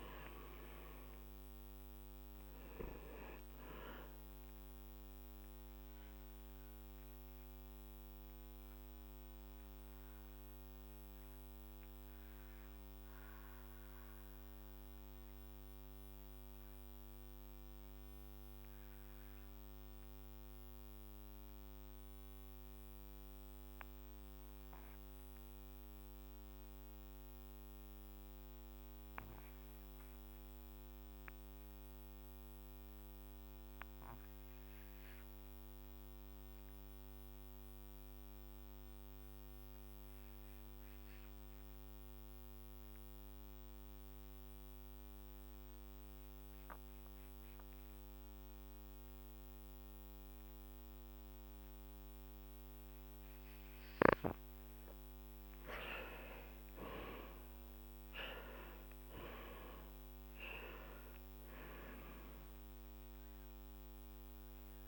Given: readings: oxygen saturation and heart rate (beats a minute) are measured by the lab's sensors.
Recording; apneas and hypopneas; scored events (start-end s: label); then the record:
breathing in sleep by a microphone on the trachea; 1
0.00-1.00 s: arousal
6.00-53.00 s: mixed apnea (oxygen 98% before, 88% lowest, heart rate 52 before, 45 extreme, up 12 after)
28.00-43.00 s: oxygen desaturation (device-marked, oxygen 98% before, 90% lowest, heart rate 47 before, 47 extreme)
56.00-61.50 s: arousal
From the record:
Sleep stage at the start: N2 (light sleep); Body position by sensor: on the back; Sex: male